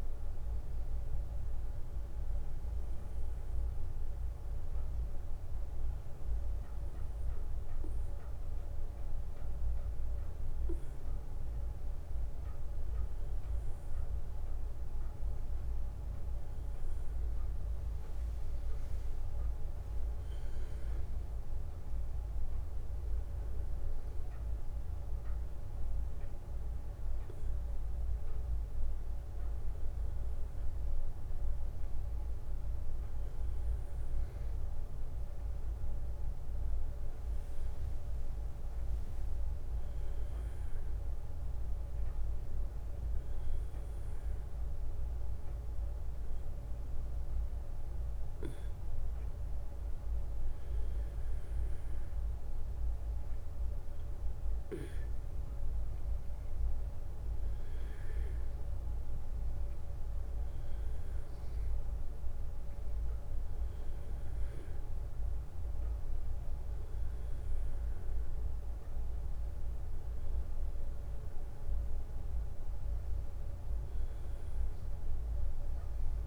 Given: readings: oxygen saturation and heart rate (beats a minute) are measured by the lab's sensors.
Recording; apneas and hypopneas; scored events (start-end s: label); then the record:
a person awake in a sleep study, hard to hear, by a room microphone; none
none scored
From the record:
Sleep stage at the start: awake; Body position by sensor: on the back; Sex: male